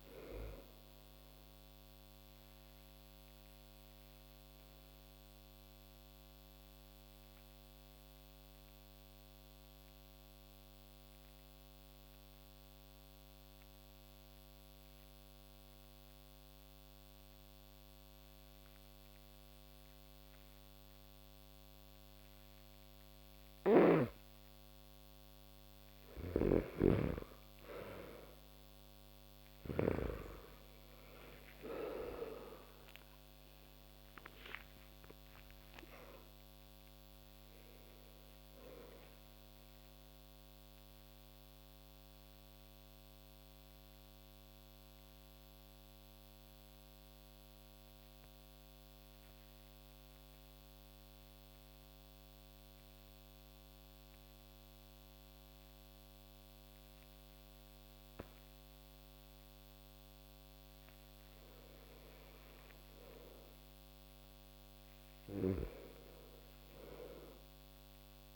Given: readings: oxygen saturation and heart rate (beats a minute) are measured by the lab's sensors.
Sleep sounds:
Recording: breathing in sleep by a microphone on the trachea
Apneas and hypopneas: 2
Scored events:
0.00-8.00 s: oxygen desaturation (device-marked, oxygen 86% lowest)
1.00-22.50 s: obstructive apnea (oxygen 94% before, 83% lowest)
14.00-21.00 s: oxygen desaturation (device-marked, oxygen 89% before, 85% lowest)
25.50-29.50 s: snoring (device-marked)
26.00-59.00 s: oxygen desaturation (device-marked, oxygen 97% before, 83% lowest)
28.50-33.50 s: arousal
40.00-59.50 s: mixed apnea (oxygen 97% before, 83% lowest)
61.00-65.00 s: arousal
64.50-68.36 s: snoring (device-marked)
66.00-68.36 s: oxygen desaturation (device-marked, oxygen 99% before, 90% lowest)
From the record:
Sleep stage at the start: N2 (light sleep)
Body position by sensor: on the back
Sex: male

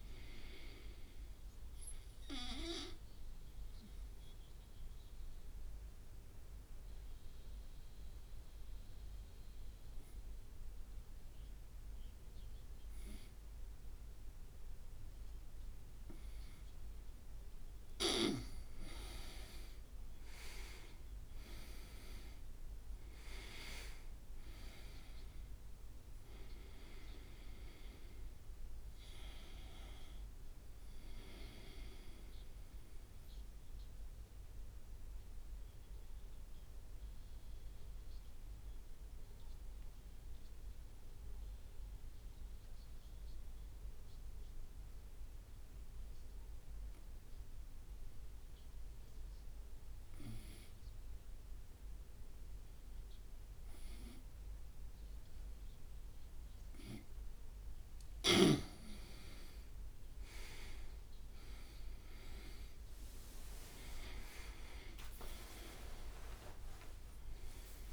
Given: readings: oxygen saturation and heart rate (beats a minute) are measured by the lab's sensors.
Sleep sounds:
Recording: breathing in sleep by a room microphone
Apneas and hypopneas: 2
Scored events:
0.00-16.00 s: oxygen desaturation (device-marked, oxygen 97% before, 92% lowest)
2.00-16.50 s: obstructive apnea (oxygen 98% before, 88% lowest)
19.00-23.50 s: arousal
24.00-29.00 s: oxygen desaturation (device-marked, oxygen 95% before, 92% lowest)
25.00-27.00 s: long interval between heartbeats (device-marked)
33.50-57.00 s: obstructive apnea (oxygen 95% before, 88% lowest)
35.00-46.00 s: oxygen desaturation (device-marked, oxygen 93% before, 88% lowest)
60.00-65.50 s: arousal
61.00-67.93 s: oxygen desaturation (device-marked, oxygen 98% before, 90% lowest)
From the record:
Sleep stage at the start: N2 (light sleep)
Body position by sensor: on the right side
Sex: male

